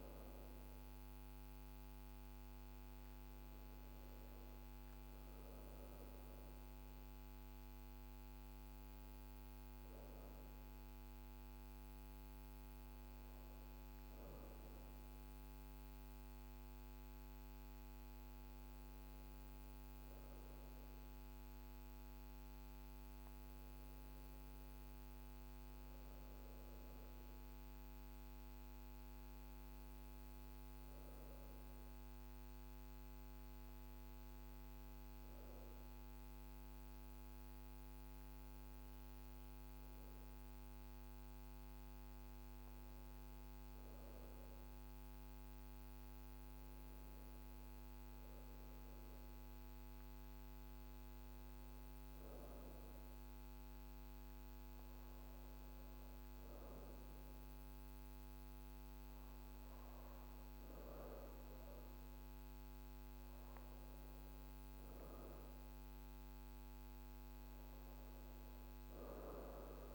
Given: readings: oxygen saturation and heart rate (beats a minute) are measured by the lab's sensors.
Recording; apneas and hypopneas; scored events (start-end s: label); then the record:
breathing in sleep, hard to hear, by a microphone on the trachea; none
1.00-69.95 s: new sleep stage, N1 (lightest sleep)
From the record:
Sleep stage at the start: N2 (light sleep); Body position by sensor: on the back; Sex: female